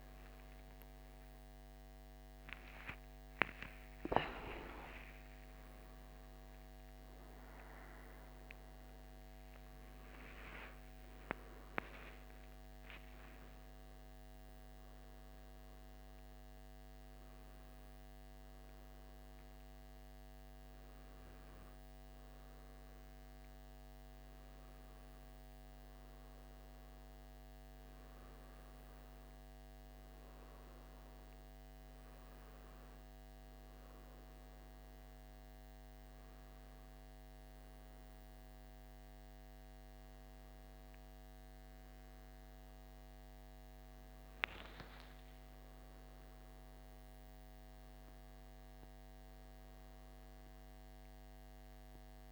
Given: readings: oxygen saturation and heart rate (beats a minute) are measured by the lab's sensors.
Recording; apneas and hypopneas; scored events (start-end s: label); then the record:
a person partly awake in a sleep study, by a microphone on the trachea; none
3.50-52.32 s: new sleep stage, N2 (light sleep)
7.50-25.50 s: oxygen desaturation (device-marked, oxygen 98% before, 94% lowest, heart rate 103 before, 74 extreme)
From the record:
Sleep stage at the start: awake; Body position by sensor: on the back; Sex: male